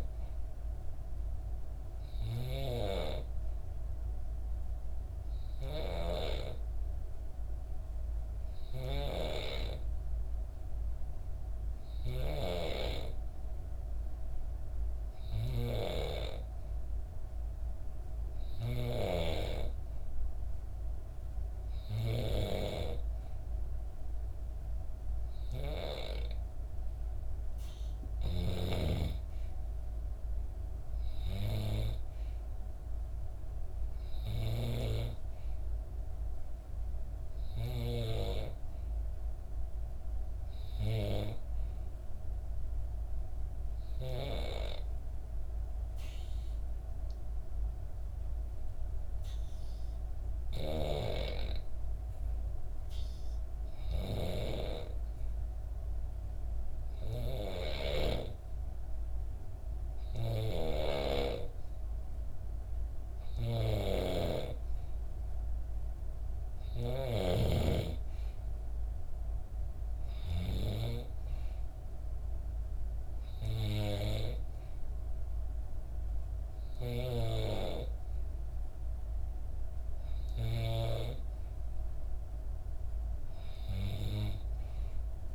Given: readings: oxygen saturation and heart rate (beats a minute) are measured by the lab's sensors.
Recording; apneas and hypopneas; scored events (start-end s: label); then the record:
breathing in sleep by a room microphone; 1
9.00-39.00 s: new sleep stage, N3 (deep sleep)
34.00-37.50 s: snoring (device-marked)
39.00-85.35 s: new sleep stage, N2 (light sleep)
42.50-52.50 s: obstructive apnea (oxygen 94% before, 91% lowest, heart rate 64 before, 61 extreme, up 4 after)
53.50-67.00 s: snoring (device-marked)
54.00-56.00 s: long interval between heartbeats (device-marked, heart rate 63 before, 64 extreme)
55.50-58.50 s: arousal
62.00-70.00 s: oxygen desaturation (device-marked, oxygen 94% before, 91% lowest, heart rate 63 before, 62 extreme)
From the record:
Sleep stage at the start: N2 (light sleep); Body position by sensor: on the back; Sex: female